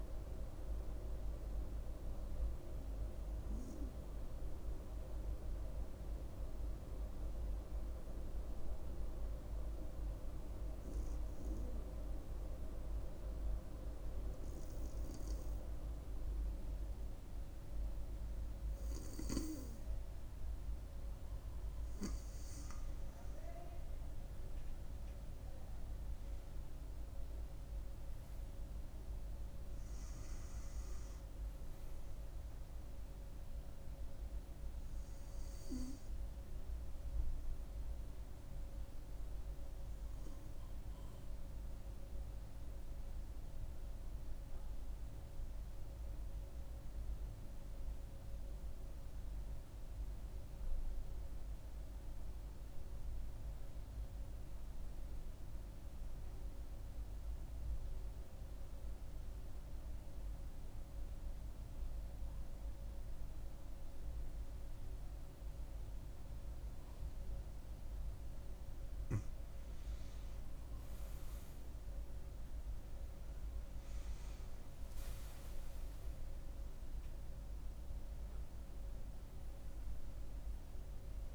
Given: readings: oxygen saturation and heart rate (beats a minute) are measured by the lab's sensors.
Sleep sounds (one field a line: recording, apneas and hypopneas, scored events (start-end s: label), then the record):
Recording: breathing in sleep by a room microphone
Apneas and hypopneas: 2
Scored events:
2.00-21.00 s: hypopnea (oxygen 98% before, 94% lowest, heart rate 69 before, 63 extreme, up 6 after)
3.50-10.50 s: oxygen desaturation (device-marked, oxygen 98% before, 95% lowest, heart rate 68 before, 64 extreme)
22.50-27.50 s: arousal
43.00-69.00 s: obstructive apnea (oxygen 100% before, 91% lowest, heart rate 68 before, 64 extreme, up 11 after)
44.50-56.50 s: oxygen desaturation (device-marked, oxygen 98% before, 94% lowest, heart rate 67 before, 65 extreme)
71.50-75.50 s: arousal
From the record:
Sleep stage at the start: N1 (lightest sleep)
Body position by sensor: on the front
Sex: female